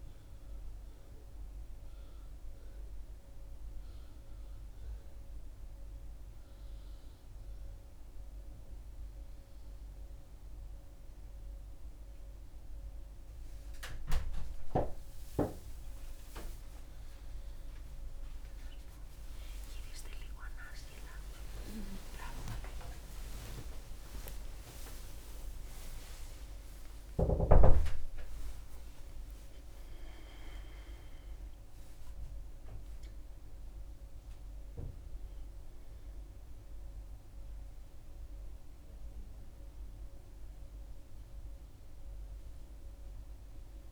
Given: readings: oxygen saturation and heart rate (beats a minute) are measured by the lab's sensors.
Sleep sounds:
a person awake in a sleep study, by a room microphone; none
1.50-11.50 s: oxygen desaturation (device-marked, oxygen 99% before, 96% lowest, heart rate 86 before, 72 extreme)
From the record:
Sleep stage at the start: awake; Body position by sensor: on the back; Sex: female

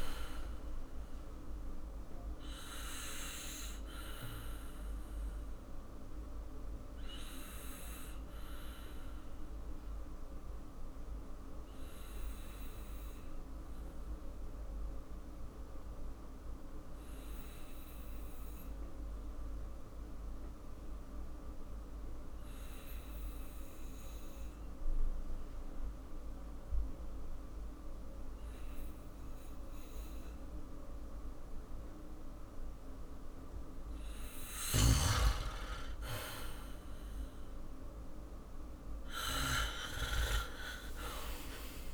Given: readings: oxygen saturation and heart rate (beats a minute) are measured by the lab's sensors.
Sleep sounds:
breathing in sleep by a room microphone; 1
2.50-33.00 s: obstructive apnea (oxygen 98% before, 91% lowest, heart rate 57 before, 50 extreme, up 4 after)
15.50-26.50 s: oxygen desaturation (device-marked, oxygen 97% before, 92% lowest, heart rate 56 before, 55 extreme)
39.50-41.94 s: arousal
From the record:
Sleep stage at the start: N2 (light sleep); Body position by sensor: on the back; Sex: male

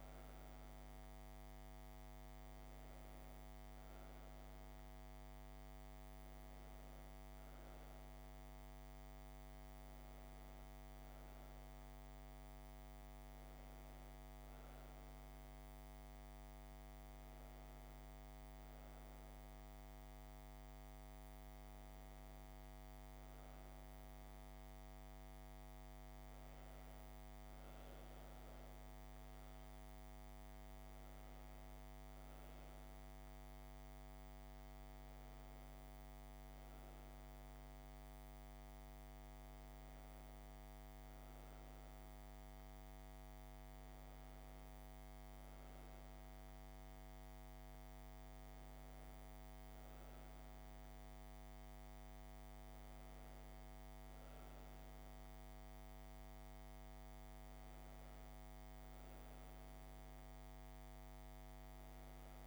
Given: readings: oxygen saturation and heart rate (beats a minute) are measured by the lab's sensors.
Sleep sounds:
a person awake in a sleep study, hard to hear, by a microphone on the trachea; none
46.50-62.47 s: new sleep stage, N1 (lightest sleep)
From the record:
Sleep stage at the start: awake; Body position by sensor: on the back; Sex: female

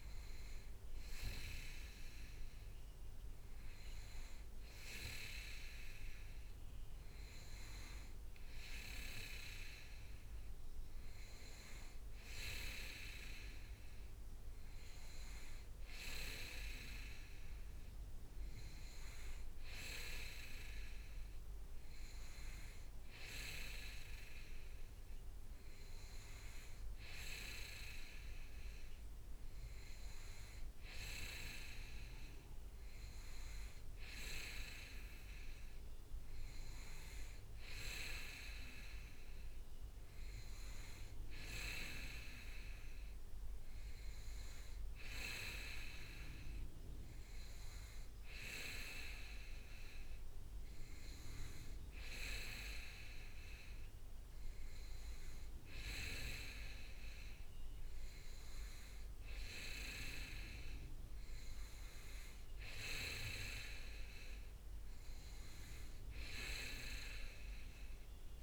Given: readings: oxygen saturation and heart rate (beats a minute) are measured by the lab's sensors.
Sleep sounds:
breathing in sleep by a room microphone; none
1.50-11.00 s: leg movement (device-marked)
15.00-18.00 s: leg movement (device-marked)
40.50-49.00 s: leg movement (device-marked)
49.50-58.50 s: leg movement (device-marked)
67.00-68.43 s: leg movement (device-marked)
From the record:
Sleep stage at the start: N2 (light sleep); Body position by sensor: on the back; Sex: male

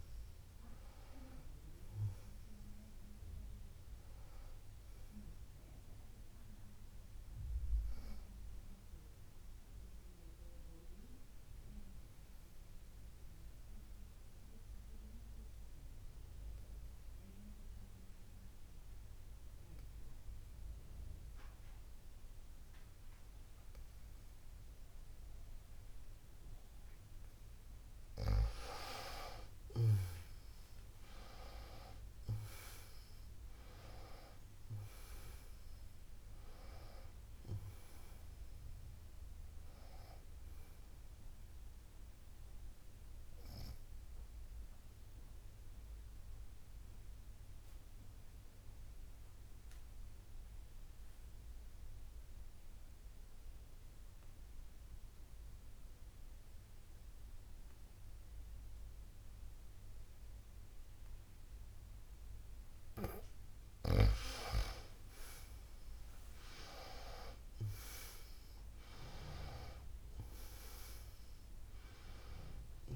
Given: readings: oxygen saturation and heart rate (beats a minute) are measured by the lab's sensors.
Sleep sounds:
breathing in sleep by a room microphone; 2
0.00-22.00 s: oxygen desaturation (device-marked, oxygen 91% lowest, heart rate 49 extreme)
10.50-28.50 s: obstructive apnea (oxygen 97% before, 91% lowest, heart rate 65 before, 49 extreme, up 56 after)
29.50-34.00 s: arousal
36.00-52.00 s: oxygen desaturation (device-marked, oxygen 98% before, 91% lowest, heart rate 64 before, 49 extreme)
43.50-63.00 s: obstructive apnea (oxygen 98% before, 91% lowest, heart rate 78 before, 49 extreme, up 24 after)
66.00-70.50 s: arousal
From the record:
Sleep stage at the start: N2 (light sleep); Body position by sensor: on the back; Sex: female

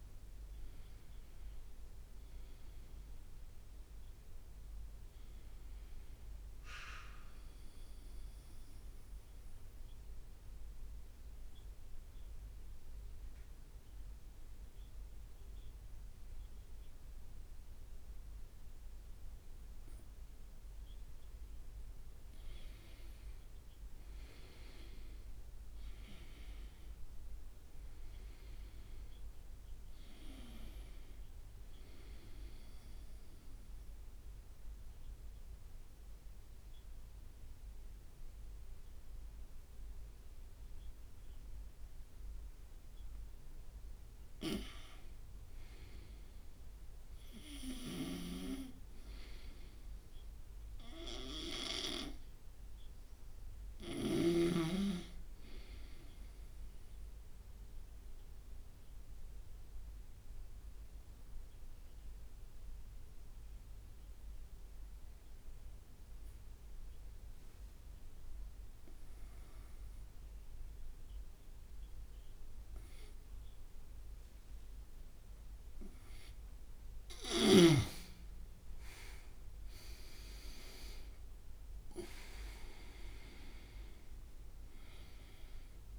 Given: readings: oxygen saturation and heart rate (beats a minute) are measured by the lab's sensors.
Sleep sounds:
breathing in sleep by a room microphone; 3
3.50-7.50 s: arousal
9.50-21.50 s: obstructive apnea (oxygen 99% before, 93% lowest)
15.00-17.00 s: long interval between heartbeats (device-marked, heart rate 68 before, 60 extreme)
18.00-20.00 s: long interval between heartbeats (device-marked, heart rate 65 before, 53 extreme)
22.00-24.00 s: long interval between heartbeats (device-marked, heart rate 61 before, 35 extreme)
23.50-28.50 s: arousal
26.50-47.50 s: oxygen desaturation (device-marked, oxygen 98% before, 93% lowest)
31.00-33.00 s: long interval between heartbeats (device-marked, heart rate 46 before, 47 extreme)
31.50-41.50 s: drop in pulse transit time (device-marked)
34.00-44.50 s: obstructive apnea (oxygen 99% before, 90% lowest)
38.50-40.50 s: long interval between heartbeats (device-marked)
46.50-50.00 s: arousal
48.00-54.50 s: snoring (device-marked)
52.00-54.00 s: long interval between heartbeats (device-marked)
54.00-56.00 s: long interval between heartbeats (device-marked)
58.50-77.00 s: obstructive apnea (oxygen 98% before, 90% lowest)
77.50-85.99 s: oxygen desaturation (device-marked, oxygen 96% before, 90% lowest)
78.50-83.00 s: arousal
From the record:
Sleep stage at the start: N2 (light sleep); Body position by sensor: on the right side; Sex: male

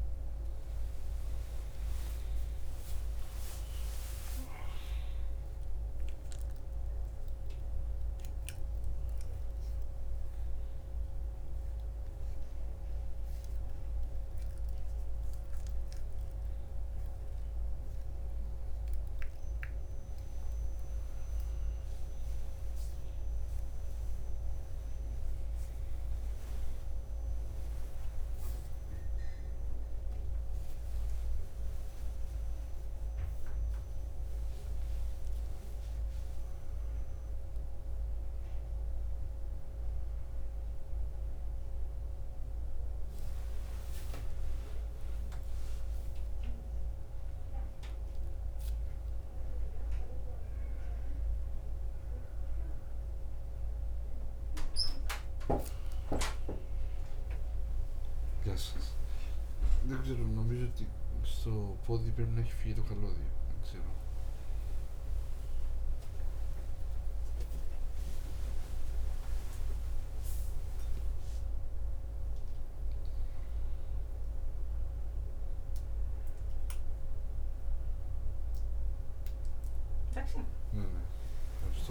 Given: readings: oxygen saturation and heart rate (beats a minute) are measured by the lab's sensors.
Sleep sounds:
a person awake in a sleep study, by a room microphone; none
none scored
From the record:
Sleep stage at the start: awake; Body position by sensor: on the right side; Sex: male

